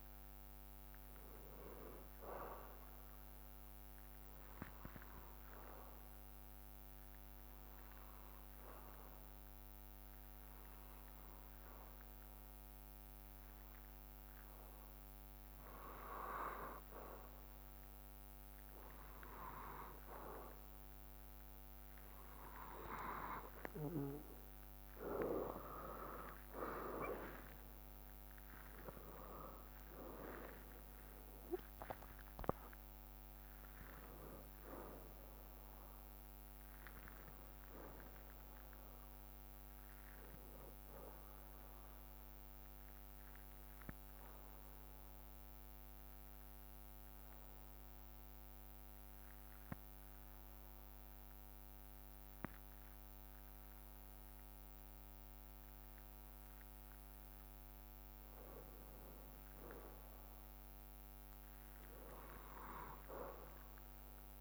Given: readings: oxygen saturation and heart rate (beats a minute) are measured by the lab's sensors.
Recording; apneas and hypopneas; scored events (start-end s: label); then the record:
breathing in sleep by a microphone on the trachea; 2
0.00-1.00 s: arousal
0.00-27.50 s: bradycardia (device-marked, heart rate 51 extreme)
5.00-22.00 s: obstructive apnea (oxygen 99% before, 95% lowest, heart rate 57 before, 51 extreme, up 6 after)
25.50-30.50 s: arousal
40.50-55.50 s: bradycardia (device-marked, heart rate 61 before, 55 extreme)
42.00-57.00 s: obstructive apnea (oxygen 96% before, 95% lowest, heart rate 58 before, 48 extreme, up 7 after)
55.50-64.41 s: drop in pulse transit time (device-marked, heart rate 59 before, 48 extreme)
58.50-64.41 s: bradycardia (device-marked, heart rate 61 before, 48 extreme)
59.00-61.00 s: long interval between heartbeats (device-marked, heart rate 58 before, 62 extreme)
From the record:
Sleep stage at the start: N2 (light sleep); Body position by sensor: on the back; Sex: male